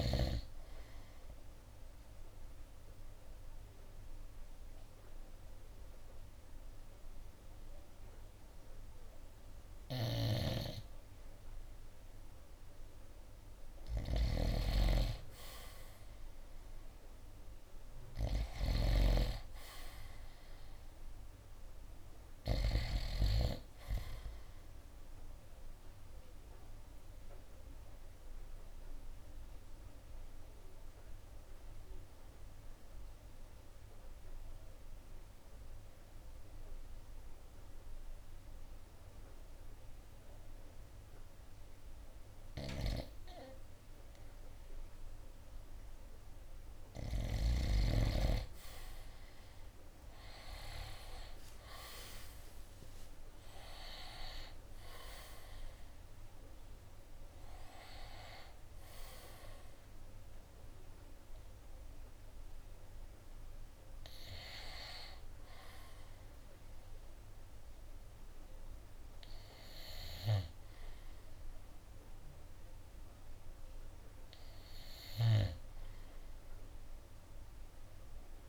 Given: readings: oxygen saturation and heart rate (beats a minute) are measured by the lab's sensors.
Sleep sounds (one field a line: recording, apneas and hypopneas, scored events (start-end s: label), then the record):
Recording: breathing in sleep by a room microphone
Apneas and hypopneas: 2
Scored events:
1.00-11.00 s: obstructive apnea (oxygen 97% before, 86% lowest, heart rate 67 before, 63 extreme, up 1 after)
10.00-19.00 s: snoring (device-marked)
13.00-17.00 s: arousal
17.00-29.00 s: drop in pulse transit time (device-marked, heart rate 67 before, 65 extreme)
24.00-38.00 s: oxygen desaturation (device-marked, oxygen 95% before, 89% lowest, heart rate 67 before, 59 extreme)
25.00-44.00 s: obstructive apnea (oxygen 95% before, 86% lowest, heart rate 68 before, 59 extreme, up 27 after)
43.00-56.00 s: drop in pulse transit time (device-marked, heart rate 67 before, 71 extreme)
46.00-78.00 s: oxygen desaturation (device-marked, oxygen 96% before, 86% lowest, heart rate 67 before, 67 extreme)
49.00-52.50 s: arousal
From the record:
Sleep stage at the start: N2 (light sleep)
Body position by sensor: on the right side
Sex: male